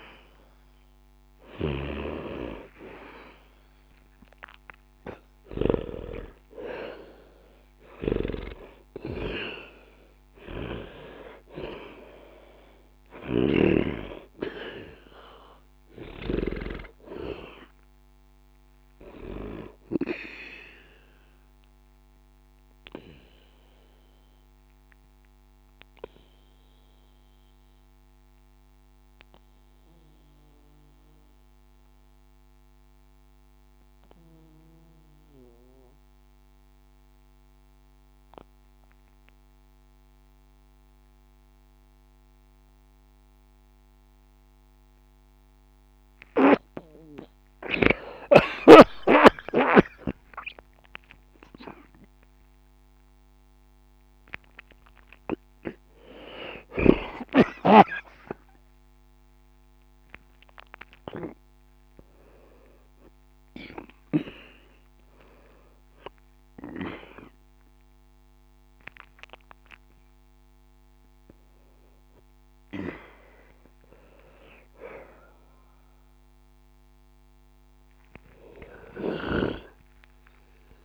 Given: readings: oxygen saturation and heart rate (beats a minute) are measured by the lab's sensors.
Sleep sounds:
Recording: breathing in sleep by a microphone on the trachea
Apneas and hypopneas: 1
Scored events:
0.00-42.00 s: oxygen desaturation (device-marked, oxygen 80% lowest, heart rate 60 extreme)
2.50-7.50 s: arousal
22.00-60.00 s: obstructive apnea (oxygen 97% before, 80% lowest, heart rate 60 before, 60 extreme, up 0 after)
57.00-80.85 s: oxygen desaturation (device-marked, oxygen 98% before, 86% lowest, heart rate 63 before, 61 extreme)
61.50-65.50 s: arousal
From the record:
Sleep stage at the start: N2 (light sleep)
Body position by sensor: on the back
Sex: male

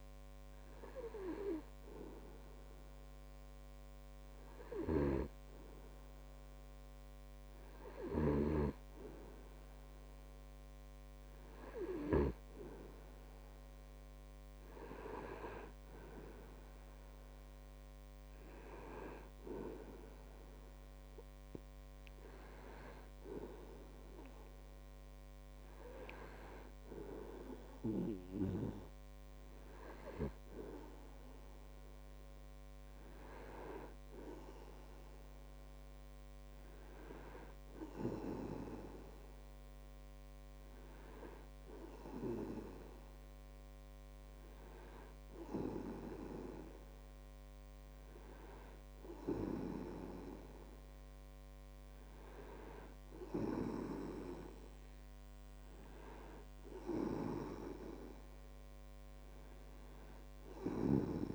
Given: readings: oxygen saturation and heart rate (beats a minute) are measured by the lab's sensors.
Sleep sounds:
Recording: breathing in sleep by a microphone on the trachea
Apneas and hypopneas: none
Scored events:
5.50-13.00 s: snoring (device-marked)
From the record:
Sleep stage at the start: N2 (light sleep)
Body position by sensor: on the right side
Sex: male

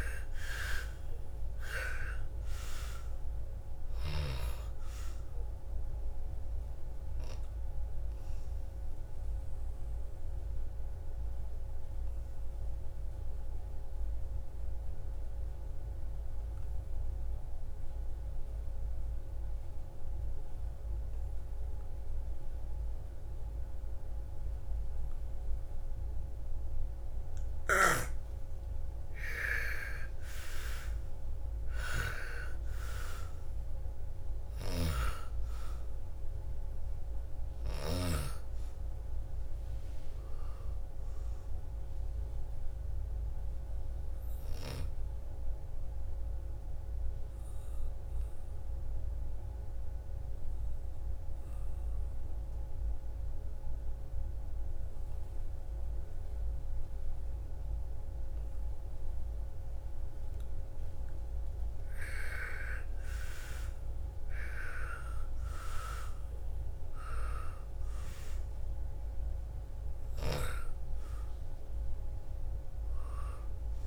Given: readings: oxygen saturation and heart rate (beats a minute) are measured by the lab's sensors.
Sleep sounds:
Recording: breathing in sleep by a room microphone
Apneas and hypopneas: 2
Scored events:
0.00-2.00 s: arousal
0.00-20.00 s: oxygen desaturation (device-marked, oxygen 81% lowest, heart rate 53 extreme)
7.00-28.00 s: obstructive apnea (oxygen 98% before, 81% lowest, heart rate 61 before, 53 extreme, up 13 after)
29.50-33.50 s: arousal
30.00-49.00 s: oxygen desaturation (device-marked, oxygen 99% before, 85% lowest, heart rate 56 before, 56 extreme)
34.00-37.50 s: snoring (device-marked)
42.50-61.50 s: obstructive apnea (oxygen 99% before, 80% lowest, heart rate 62 before, 54 extreme, up 13 after)
60.00-73.87 s: oxygen desaturation (device-marked, oxygen 99% before, 86% lowest, heart rate 59 before, 54 extreme)
63.00-67.00 s: arousal
From the record:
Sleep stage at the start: N2 (light sleep)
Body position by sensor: on the back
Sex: female

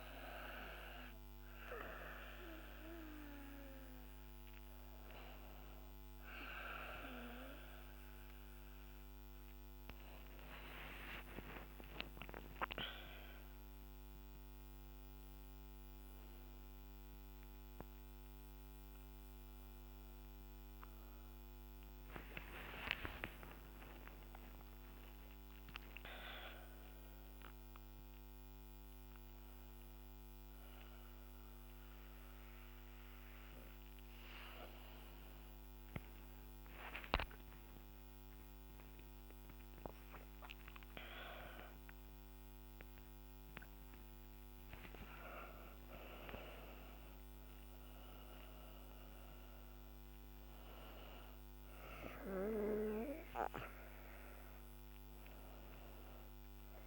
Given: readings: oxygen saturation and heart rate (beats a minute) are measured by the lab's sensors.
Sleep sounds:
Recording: a person awake in a sleep study, by a microphone on the trachea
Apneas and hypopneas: none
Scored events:
7.00-56.86 s: new sleep stage, awake
10.50-12.50 s: long interval between heartbeats (device-marked, heart rate 63 before, 72 extreme)
From the record:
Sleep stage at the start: N2 (light sleep)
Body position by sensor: on the back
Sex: female

